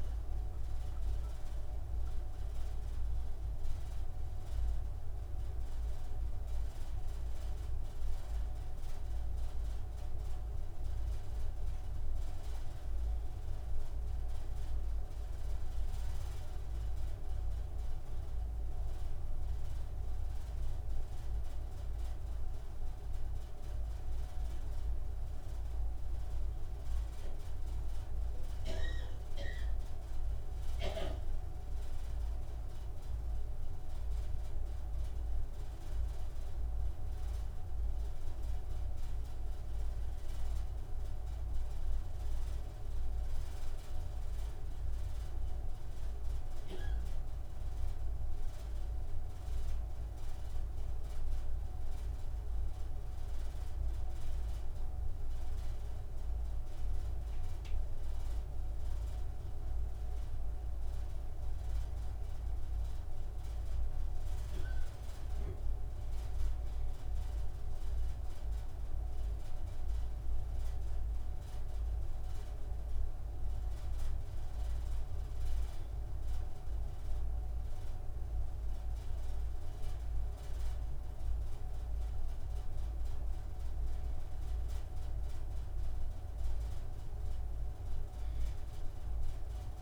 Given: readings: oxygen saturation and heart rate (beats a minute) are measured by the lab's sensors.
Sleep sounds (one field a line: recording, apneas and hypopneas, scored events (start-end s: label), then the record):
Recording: breathing in sleep, hard to hear, by a room microphone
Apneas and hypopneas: 1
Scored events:
48.00-51.00 s: arousal
52.50-65.50 s: hypopnea (oxygen 98% before, 94% lowest)
67.50-71.50 s: arousal
From the record:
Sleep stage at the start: N2 (light sleep)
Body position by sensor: on the right side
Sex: male